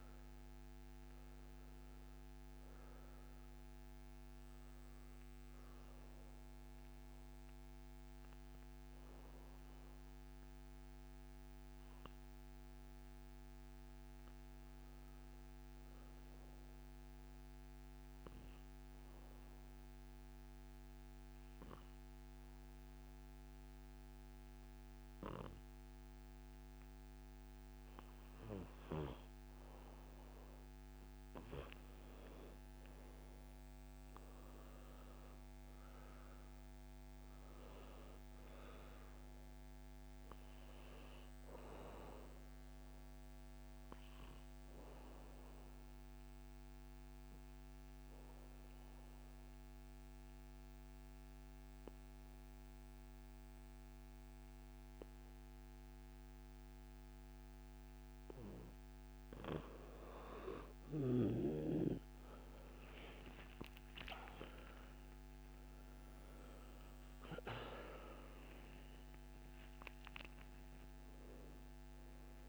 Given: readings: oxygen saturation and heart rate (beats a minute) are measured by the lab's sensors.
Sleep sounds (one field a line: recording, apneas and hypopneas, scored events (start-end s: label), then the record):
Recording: breathing in sleep by a microphone on the trachea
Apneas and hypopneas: 2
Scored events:
0.00-12.00 s: oxygen desaturation (device-marked, oxygen 90% lowest, heart rate 64 extreme)
7.00-29.50 s: obstructive apnea (oxygen 98% before, 86% lowest, heart rate 70 before, 64 extreme, up 11 after)
34.00-37.50 s: arousal
34.00-50.00 s: oxygen desaturation (device-marked, oxygen 97% before, 90% lowest, heart rate 67 before, 69 extreme)
43.00-59.00 s: obstructive apnea (oxygen 98% before, 86% lowest, heart rate 69 before, 70 extreme, up 4 after)
62.00-65.50 s: arousal
64.00-72.49 s: oxygen desaturation (device-marked, oxygen 97% before, 86% lowest, heart rate 71 before, 62 extreme)
From the record:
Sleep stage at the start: N2 (light sleep)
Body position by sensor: on the back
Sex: male